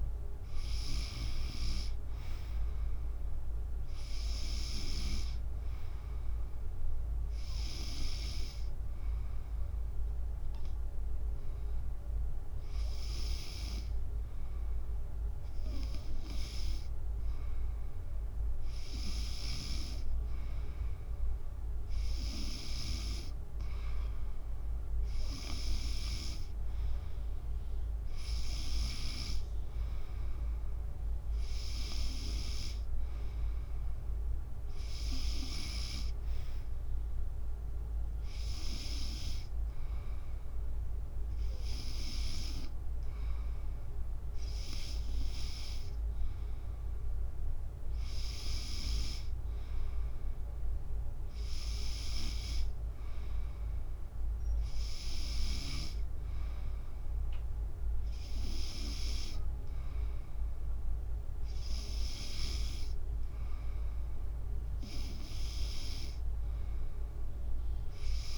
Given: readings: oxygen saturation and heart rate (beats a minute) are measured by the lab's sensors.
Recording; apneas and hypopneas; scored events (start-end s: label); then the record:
breathing in sleep by a room microphone; none
62.50-68.38 s: new sleep stage, N3 (deep sleep)
From the record:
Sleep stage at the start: N2 (light sleep); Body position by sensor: on the back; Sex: female